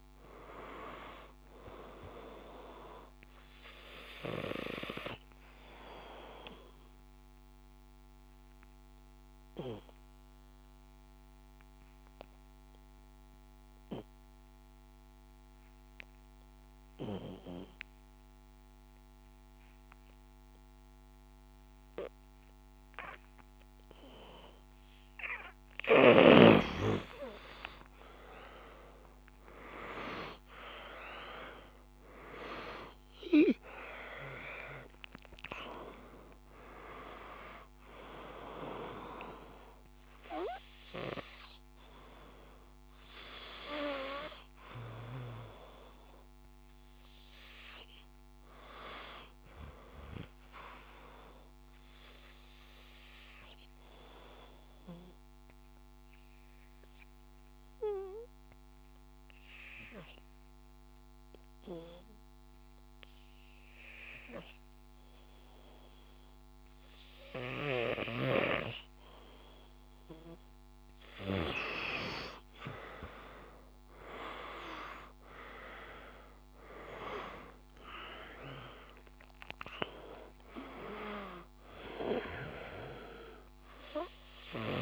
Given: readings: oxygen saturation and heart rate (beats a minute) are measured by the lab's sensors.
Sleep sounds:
breathing in sleep by a microphone on the trachea; 2
0.00-5.00 s: oxygen desaturation (device-marked, oxygen 92% lowest, heart rate 56 extreme)
6.00-24.50 s: obstructive apnea (oxygen 97% before, 91% lowest, heart rate 58 before, 54 extreme, up 13 after)
27.50-31.50 s: arousal
31.00-45.00 s: oxygen desaturation (device-marked, oxygen 97% before, 92% lowest, heart rate 59 before, 54 extreme)
47.00-60.00 s: oxygen desaturation (device-marked, oxygen 94% before, 91% lowest, heart rate 62 before, 54 extreme)
51.50-69.00 s: obstructive apnea (oxygen 97% before, 90% lowest, heart rate 59 before, 54 extreme, up 4 after)
73.00-77.00 s: arousal
77.00-84.82 s: oxygen desaturation (device-marked, oxygen 97% before, 90% lowest, heart rate 56 before, 56 extreme)
From the record:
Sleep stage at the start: N2 (light sleep); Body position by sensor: on the back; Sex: male

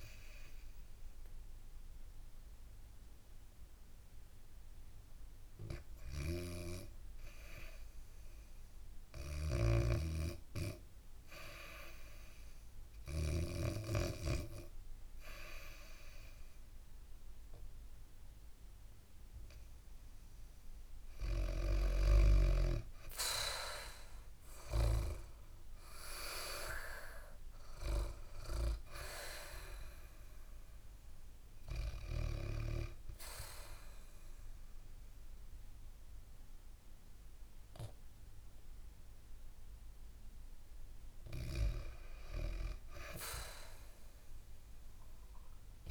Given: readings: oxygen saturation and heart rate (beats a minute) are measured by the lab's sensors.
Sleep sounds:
breathing in sleep by a room microphone; 1
0.00-18.50 s: oxygen desaturation (device-marked, oxygen 91% lowest, heart rate 62 extreme)
2.50-19.00 s: hypopnea (oxygen 98% before, 90% lowest, heart rate 67 before, 62 extreme, up 14 after)
22.00-26.00 s: arousal
From the record:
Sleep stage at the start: REM sleep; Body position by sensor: on the back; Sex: female

